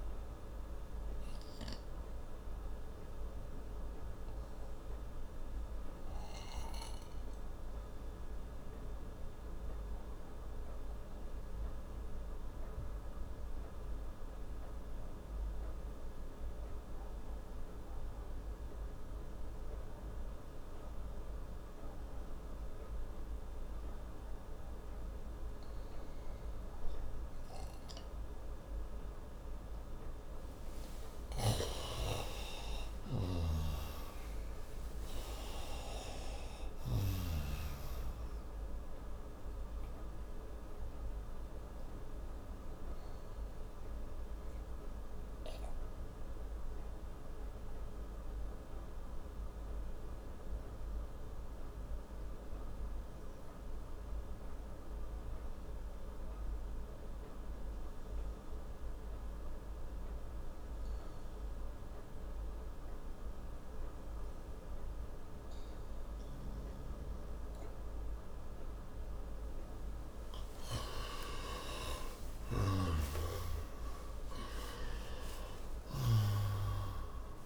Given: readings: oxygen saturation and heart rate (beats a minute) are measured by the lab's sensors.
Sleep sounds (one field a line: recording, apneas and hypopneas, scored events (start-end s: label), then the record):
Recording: breathing in sleep by a room microphone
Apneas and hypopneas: 2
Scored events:
0.50-29.00 s: obstructive apnea (oxygen 97% before, 88% lowest)
5.00-22.00 s: oxygen desaturation (device-marked, oxygen 94% before, 88% lowest)
31.00-34.50 s: arousal
38.00-60.00 s: oxygen desaturation (device-marked, oxygen 95% before, 88% lowest)
39.00-69.00 s: obstructive apnea (oxygen 97% before, 88% lowest)
70.50-74.50 s: arousal
74.00-77.46 s: oxygen desaturation (device-marked, oxygen 96% before, 88% lowest)
From the record:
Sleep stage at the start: N2 (light sleep)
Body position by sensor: on the right side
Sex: male